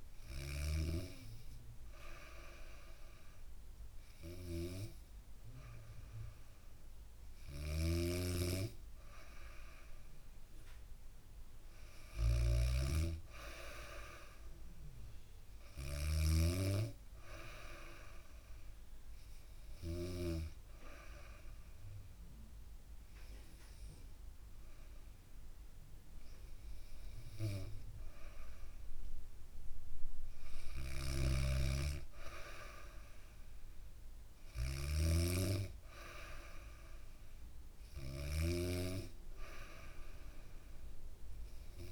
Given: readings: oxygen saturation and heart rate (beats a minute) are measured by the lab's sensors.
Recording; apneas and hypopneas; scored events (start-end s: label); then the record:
breathing in sleep by a room microphone; none
0.00-19.50 s: snoring (device-marked)
30.00-37.50 s: snoring (device-marked)
37.50-41.92 s: oxygen desaturation (device-marked, oxygen 95% before, 92% lowest, heart rate 66 before, 67 extreme)
From the record:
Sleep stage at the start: N2 (light sleep); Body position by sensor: on the back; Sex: female